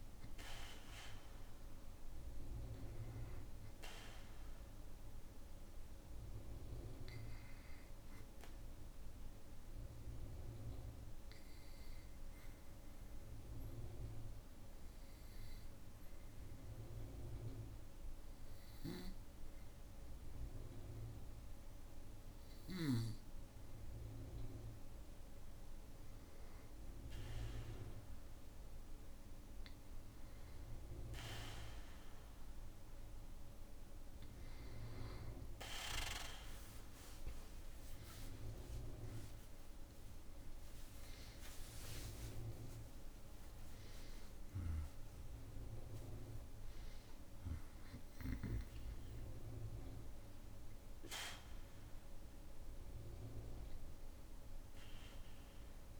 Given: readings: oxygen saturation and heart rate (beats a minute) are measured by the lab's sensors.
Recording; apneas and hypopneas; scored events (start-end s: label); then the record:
breathing in sleep by a room microphone; 1
8.50-24.50 s: obstructive apnea (oxygen 99% before, 93% lowest, heart rate 65 before, 53 extreme, up 5 after)
32.00-56.00 s: oxygen desaturation (device-marked, oxygen 99% before, 93% lowest, heart rate 55 before, 54 extreme)
38.00-42.00 s: tachycardia (device-marked, heart rate 58 before, 111 extreme)
38.00-44.50 s: arousal
40.00-42.00 s: long interval between heartbeats (device-marked, heart rate 59 before, 96 extreme)
From the record:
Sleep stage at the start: N2 (light sleep); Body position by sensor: on the back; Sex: male